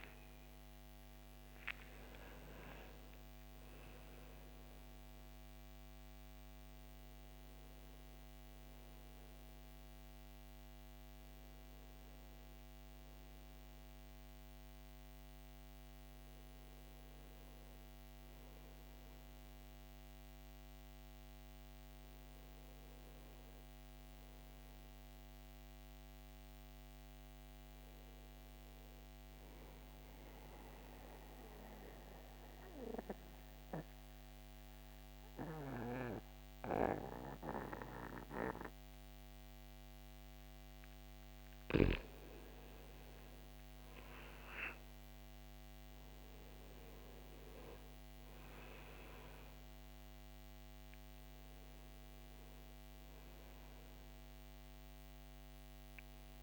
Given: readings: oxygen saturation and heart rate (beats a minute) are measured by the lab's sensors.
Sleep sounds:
a person partly awake in a sleep study, by a microphone on the trachea; 1
17.50-56.43 s: new sleep stage, N1 (lightest sleep)
27.50-40.00 s: mixed apnea (oxygen 98% before, 92% lowest, heart rate 68 before, 62 extreme, up 4 after)
42.00-47.00 s: arousal
46.50-56.43 s: oxygen desaturation (device-marked, oxygen 95% before, 92% lowest, heart rate 67 before, 64 extreme)
From the record:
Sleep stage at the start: awake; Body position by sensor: on the back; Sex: male

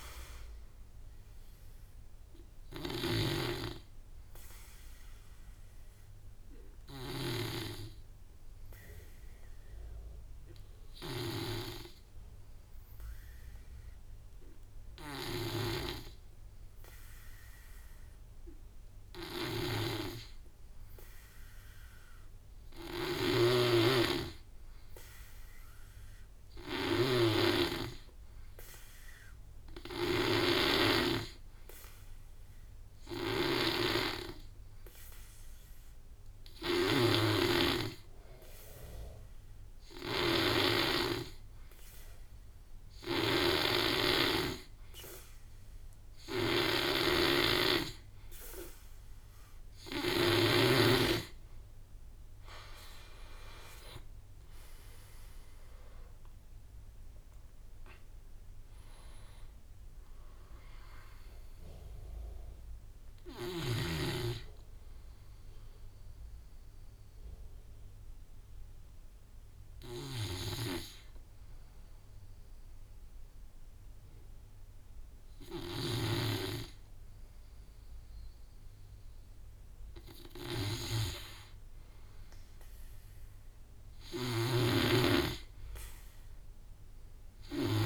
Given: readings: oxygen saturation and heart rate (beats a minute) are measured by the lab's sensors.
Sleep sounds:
breathing in sleep by a room microphone; 2
0.00-16.50 s: oxygen desaturation (device-marked, oxygen 88% lowest, heart rate 49 extreme)
6.00-47.00 s: hypopnea (oxygen 99% before, 88% lowest, heart rate 56 before, 48 extreme, up 12 after)
22.50-40.50 s: snoring (device-marked)
25.50-54.50 s: oxygen desaturation (device-marked, oxygen 96% before, 88% lowest, heart rate 53 before, 48 extreme)
42.50-50.00 s: snoring (device-marked)
52.50-56.00 s: arousal
52.50-66.50 s: drop in pulse transit time (device-marked, heart rate 60 before, 57 extreme)
64.50-77.50 s: hypopnea (oxygen 90% before, 90% lowest, heart rate 66 before, 48 extreme, up 10 after)
81.00-84.50 s: arousal
83.50-87.86 s: snoring (device-marked)
From the record:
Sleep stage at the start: N2 (light sleep); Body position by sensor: on the back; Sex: male

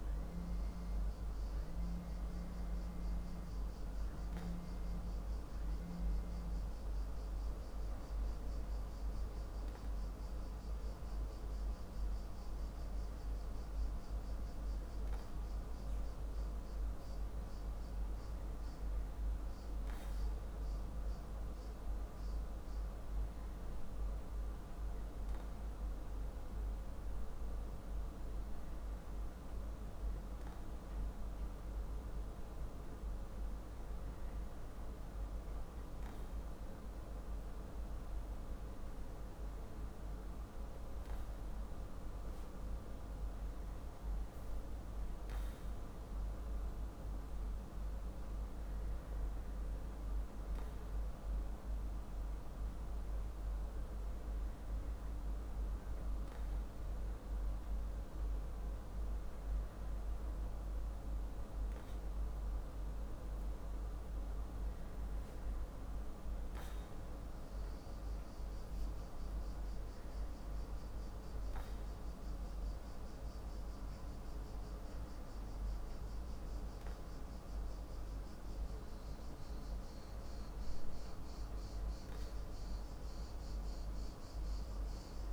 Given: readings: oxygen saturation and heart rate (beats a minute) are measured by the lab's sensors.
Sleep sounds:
breathing in sleep, hard to hear, by a room microphone; none
none scored
From the record:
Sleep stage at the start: N3 (deep sleep); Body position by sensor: on the back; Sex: male

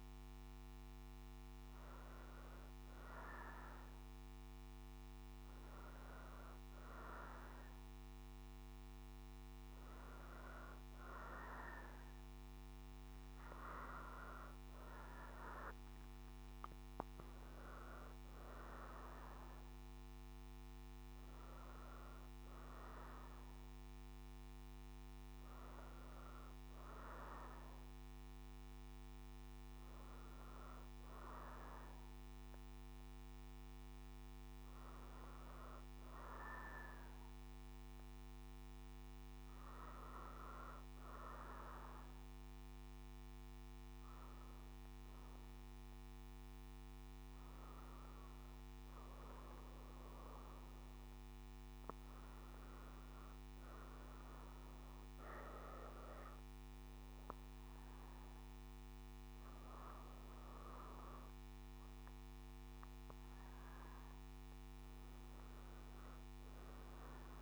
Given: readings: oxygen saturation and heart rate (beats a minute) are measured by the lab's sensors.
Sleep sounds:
a person partly awake in a sleep study, by a microphone on the trachea; none
0.50-14.50 s: oxygen desaturation (device-marked, oxygen 91% before, 88% lowest, heart rate 62 before, 60 extreme)
14.50-67.42 s: new sleep stage, N1 (lightest sleep)
From the record:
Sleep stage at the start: awake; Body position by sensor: on the right side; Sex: female

